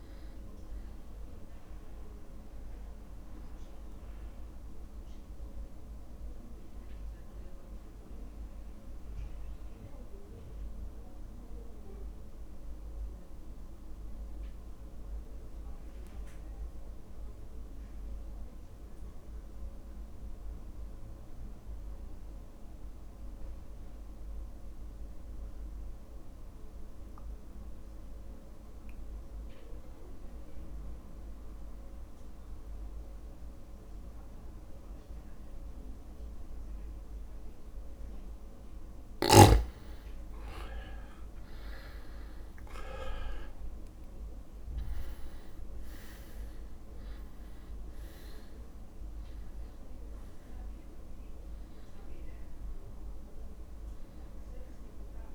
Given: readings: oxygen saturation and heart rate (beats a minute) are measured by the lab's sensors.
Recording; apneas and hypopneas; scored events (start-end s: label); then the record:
breathing in sleep, hard to hear, by a room microphone; 1
0.00-18.50 s: drop in pulse transit time (device-marked, heart rate 53 extreme)
0.00-19.50 s: oxygen desaturation (device-marked, oxygen 82% lowest, heart rate 53 extreme)
10.00-39.00 s: mixed apnea (oxygen 96% before, 82% lowest, heart rate 57 before, 52 extreme, up 3 after)
39.50-55.35 s: oxygen desaturation (device-marked, oxygen 99% before, 84% lowest, heart rate 54 before, 52 extreme)
40.50-44.50 s: arousal
47.50-55.35 s: drop in pulse transit time (device-marked, heart rate 54 before, 52 extreme)
From the record:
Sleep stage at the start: REM sleep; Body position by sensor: on the back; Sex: male